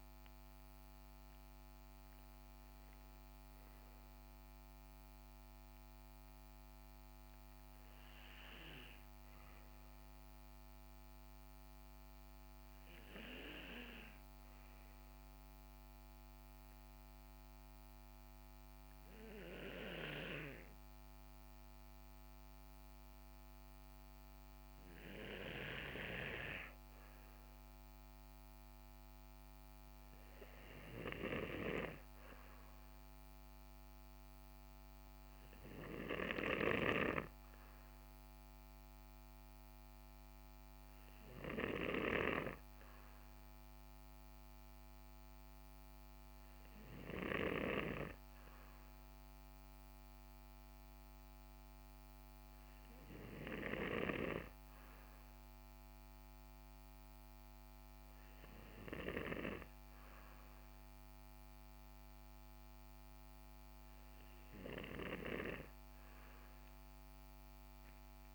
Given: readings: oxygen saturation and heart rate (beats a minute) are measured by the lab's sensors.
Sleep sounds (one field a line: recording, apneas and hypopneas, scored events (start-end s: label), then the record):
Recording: breathing in sleep by a microphone on the trachea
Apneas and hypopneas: 1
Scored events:
15.50-25.50 s: obstructive apnea (oxygen 96% before, 93% lowest, heart rate 63 before, 60 extreme, up 2 after)
27.50-31.00 s: arousal
30.50-42.50 s: oxygen desaturation (device-marked, oxygen 96% before, 93% lowest, heart rate 61 before, 62 extreme)
From the record:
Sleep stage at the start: N2 (light sleep)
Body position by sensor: on the right side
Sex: male